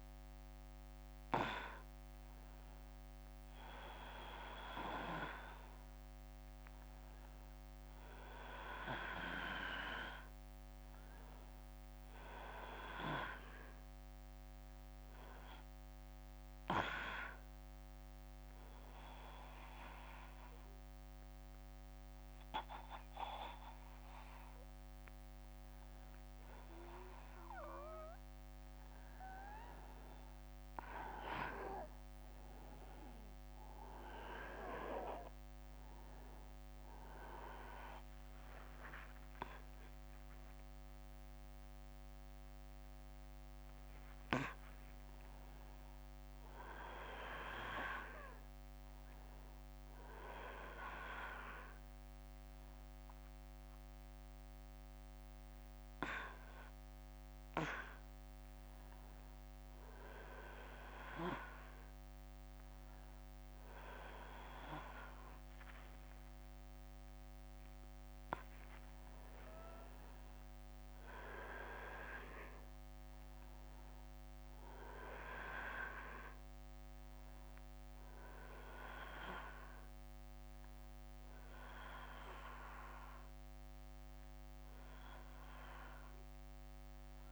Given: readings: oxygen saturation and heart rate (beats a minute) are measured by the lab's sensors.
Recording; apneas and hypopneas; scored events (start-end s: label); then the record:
breathing in sleep by a microphone on the trachea; 1
13.50-27.00 s: obstructive apnea (oxygen 97% before, 93% lowest, heart rate 65 before, 59 extreme, up 6 after)
31.00-36.00 s: arousal
From the record:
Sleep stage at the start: N1 (lightest sleep); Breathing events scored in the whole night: 243 in 4.0 hours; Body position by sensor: on the back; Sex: male